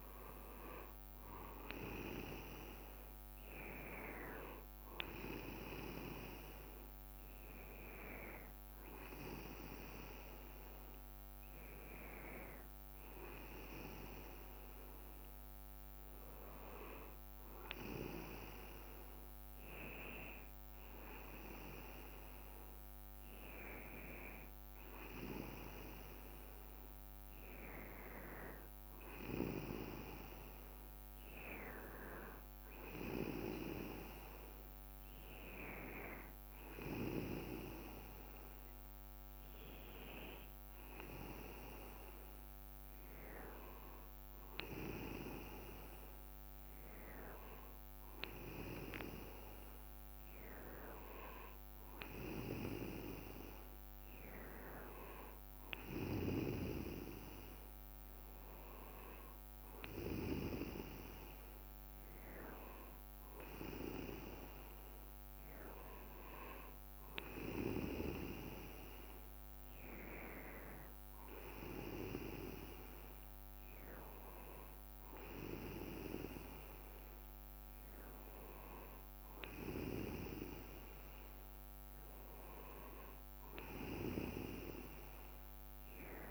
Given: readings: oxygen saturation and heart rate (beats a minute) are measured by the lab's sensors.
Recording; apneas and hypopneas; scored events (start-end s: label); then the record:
breathing in sleep by a microphone on the trachea; none
4.00-5.00 s: leg movement (device-marked)
48.00-50.00 s: leg movement (device-marked)
From the record:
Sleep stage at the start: N2 (light sleep); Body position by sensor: on the back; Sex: male